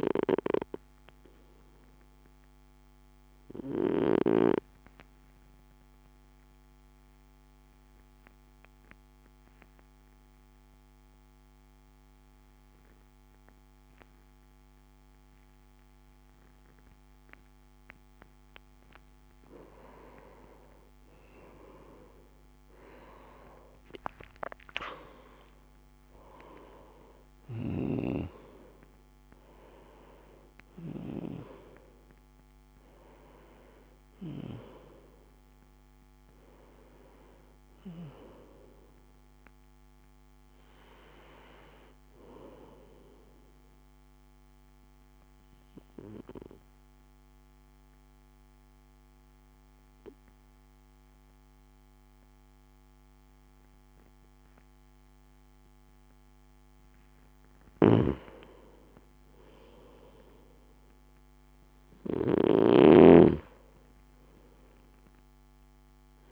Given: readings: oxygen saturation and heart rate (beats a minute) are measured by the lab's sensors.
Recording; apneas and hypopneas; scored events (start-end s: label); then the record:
breathing in sleep by a microphone on the trachea; 2
0.00-10.00 s: oxygen desaturation (device-marked, oxygen 91% lowest, heart rate 57 extreme)
3.00-18.00 s: obstructive apnea (oxygen 96% before, 90% lowest, heart rate 59 before, 57 extreme, up 6 after)
20.00-24.00 s: arousal
44.50-56.00 s: obstructive apnea (oxygen 95% before, 90% lowest, heart rate 60 before, 56 extreme, up 15 after)
57.50-66.32 s: snoring (device-marked)
58.00-61.50 s: arousal
From the record:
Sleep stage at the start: N2 (light sleep); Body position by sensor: on the right side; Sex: male